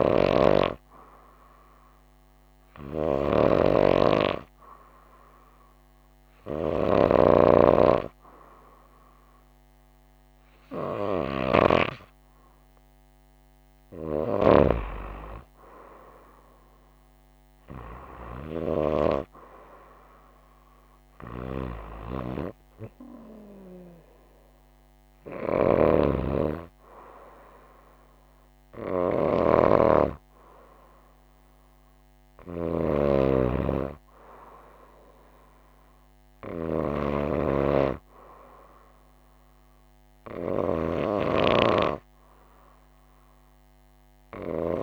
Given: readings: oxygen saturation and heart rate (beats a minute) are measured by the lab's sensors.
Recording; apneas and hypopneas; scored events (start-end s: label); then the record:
breathing in sleep by a microphone on the trachea; none
none scored
From the record:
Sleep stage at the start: N2 (light sleep); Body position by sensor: on the right side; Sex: female